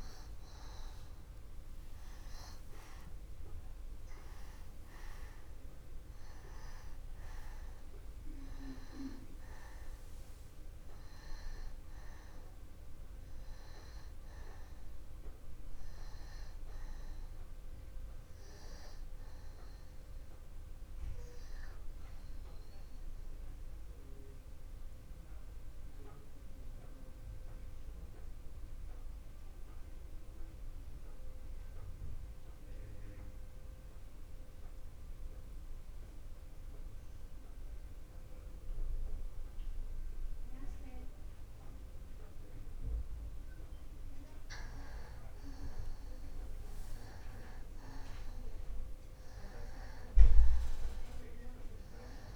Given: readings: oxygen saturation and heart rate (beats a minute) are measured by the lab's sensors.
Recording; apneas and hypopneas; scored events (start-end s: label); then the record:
breathing in sleep by a room microphone; 1
4.00-38.00 s: oxygen desaturation (device-marked, oxygen 97% before, 90% lowest, heart rate 76 before, 63 extreme)
22.50-43.50 s: mixed apnea (oxygen 98% before, 86% lowest, heart rate 65 before, 63 extreme, up 1 after)
45.50-50.50 s: arousal
From the record:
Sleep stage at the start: N2 (light sleep); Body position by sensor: on the back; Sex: male